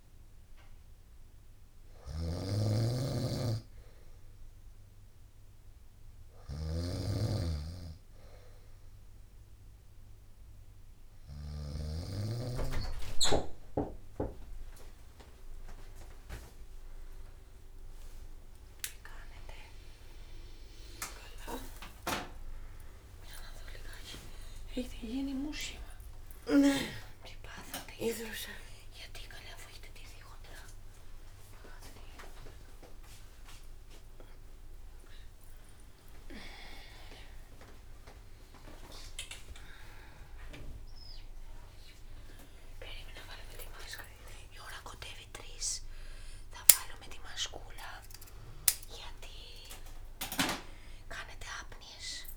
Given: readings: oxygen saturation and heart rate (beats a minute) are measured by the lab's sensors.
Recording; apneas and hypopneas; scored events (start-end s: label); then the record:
a person partly awake in a sleep study, by a room microphone; none
0.00-11.00 s: snoring (device-marked)
0.00-14.00 s: drop in pulse transit time (device-marked, heart rate 63 extreme)
11.00-13.00 s: long interval between heartbeats (device-marked, heart rate 72 before, 71 extreme)
18.00-20.00 s: long interval between heartbeats (device-marked, heart rate 71 before, 79 extreme)
22.00-39.00 s: tachycardia (device-marked, heart rate 68 before, 120 extreme)
23.50-25.50 s: long interval between heartbeats (device-marked, heart rate 73 before, 92 extreme)
26.00-44.00 s: drop in pulse transit time (device-marked, heart rate 77 before, 96 extreme)
30.00-52.37 s: new sleep stage, awake
32.00-34.00 s: long interval between heartbeats (device-marked, heart rate 91 before, 115 extreme)
51.00-52.37 s: long interval between heartbeats (device-marked, heart rate 97 before, 67 extreme)
From the record:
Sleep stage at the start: N2 (light sleep); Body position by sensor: on the right side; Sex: female